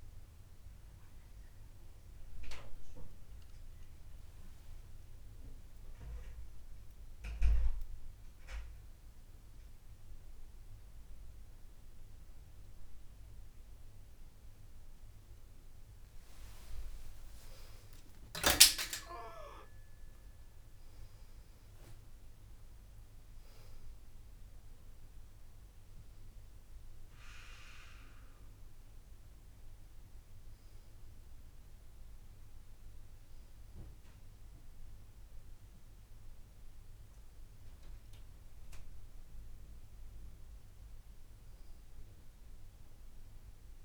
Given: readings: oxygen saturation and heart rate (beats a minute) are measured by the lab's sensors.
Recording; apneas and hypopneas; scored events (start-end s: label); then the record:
a person awake in a sleep study, by a room microphone; none
none scored
From the record:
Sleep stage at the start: awake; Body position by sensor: on the back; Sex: female